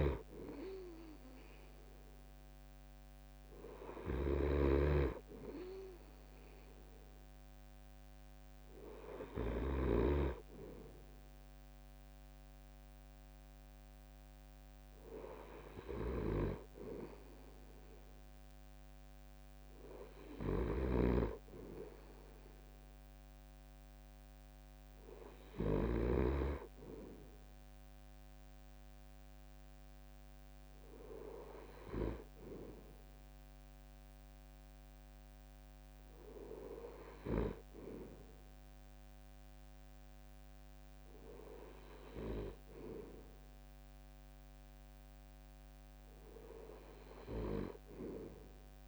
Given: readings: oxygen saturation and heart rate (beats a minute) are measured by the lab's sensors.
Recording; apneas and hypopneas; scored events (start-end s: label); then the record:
breathing in sleep by a microphone on the trachea; none
0.00-9.50 s: snoring (device-marked)
20.00-25.50 s: snoring (device-marked)
From the record:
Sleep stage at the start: N2 (light sleep); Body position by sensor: on the right side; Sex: male